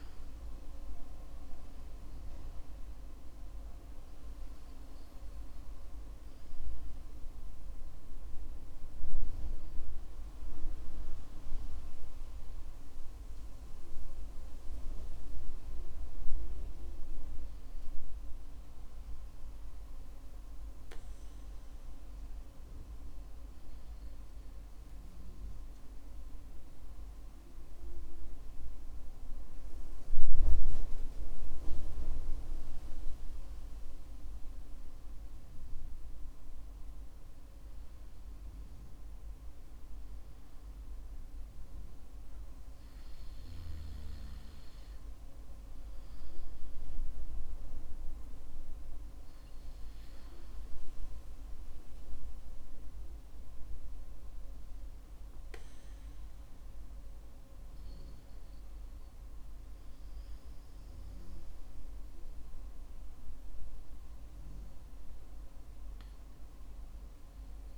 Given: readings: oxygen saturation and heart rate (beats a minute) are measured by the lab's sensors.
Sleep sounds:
breathing in sleep, hard to hear, by a room microphone; none
59.50-63.50 s: arousal
From the record:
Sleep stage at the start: N2 (light sleep); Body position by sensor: on the back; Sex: male

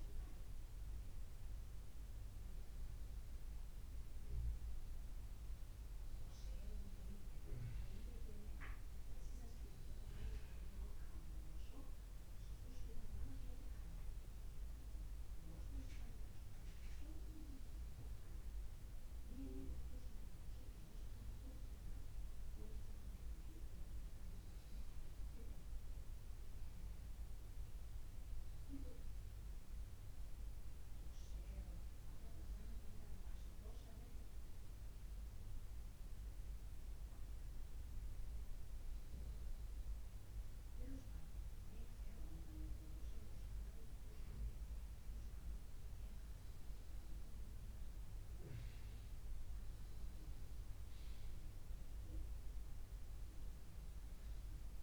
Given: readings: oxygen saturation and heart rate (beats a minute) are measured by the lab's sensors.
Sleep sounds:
breathing in sleep by a room microphone; none
none scored
From the record:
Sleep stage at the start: N2 (light sleep); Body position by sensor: upright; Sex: male

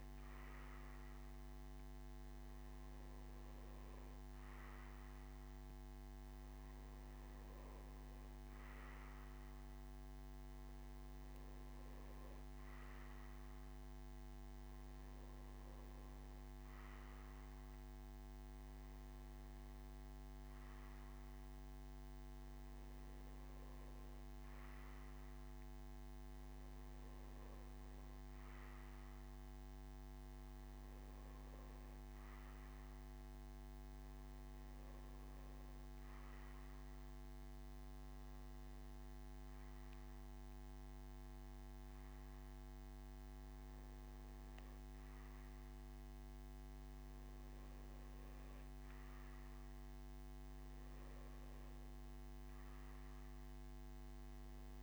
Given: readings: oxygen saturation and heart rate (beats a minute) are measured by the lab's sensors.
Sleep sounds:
breathing in sleep, hard to hear, by a microphone on the trachea; none
30.50-54.83 s: new sleep stage, N2 (light sleep)
From the record:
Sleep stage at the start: N1 (lightest sleep); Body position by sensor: on the back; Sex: male

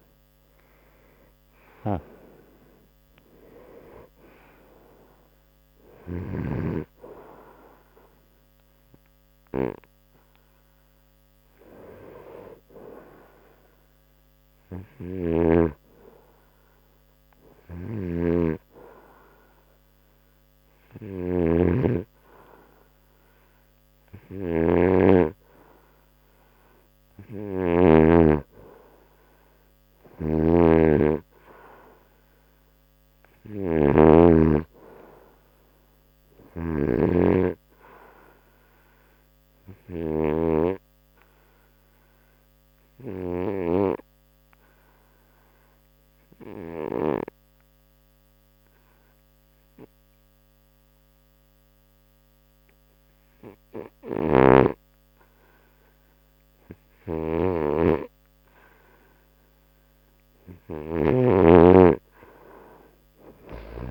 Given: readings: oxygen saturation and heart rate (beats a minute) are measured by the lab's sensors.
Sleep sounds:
breathing in sleep by a microphone on the trachea; 2
14.50-25.50 s: hypopnea (oxygen 95% before, 90% lowest, heart rate 82 before, 72 extreme, up 2 after)
22.50-36.50 s: oxygen desaturation (device-marked, oxygen 93% before, 90% lowest, heart rate 83 before, 71 extreme)
27.50-31.50 s: arousal
28.00-34.50 s: snoring (device-marked)
42.00-59.50 s: obstructive apnea (oxygen 98% before, 86% lowest, heart rate 77 before, 69 extreme, up 5 after)
50.50-63.91 s: oxygen desaturation (device-marked, oxygen 98% before, 92% lowest, heart rate 75 before, 69 extreme)
From the record:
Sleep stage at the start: N2 (light sleep); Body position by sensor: on the right side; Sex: male

